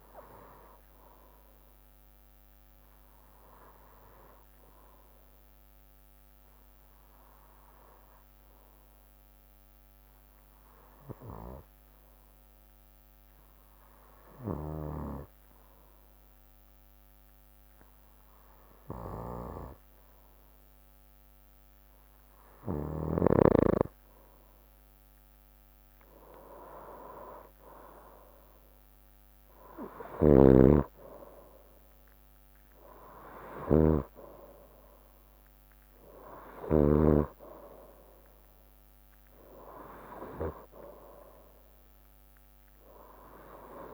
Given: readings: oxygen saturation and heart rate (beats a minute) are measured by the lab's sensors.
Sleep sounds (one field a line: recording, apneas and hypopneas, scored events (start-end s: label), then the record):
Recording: breathing in sleep by a microphone on the trachea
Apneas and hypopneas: 1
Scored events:
5.50-22.50 s: hypopnea (oxygen 95% before, 92% lowest, heart rate 66 before, 64 extreme, up 2 after)
25.00-38.00 s: drop in pulse transit time (device-marked, heart rate 66 before, 65 extreme)
27.00-30.00 s: arousal
29.50-36.50 s: snoring (device-marked)
33.00-43.94 s: new sleep stage, N2 (light sleep)
From the record:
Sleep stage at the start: N3 (deep sleep)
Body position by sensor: on the right side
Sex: male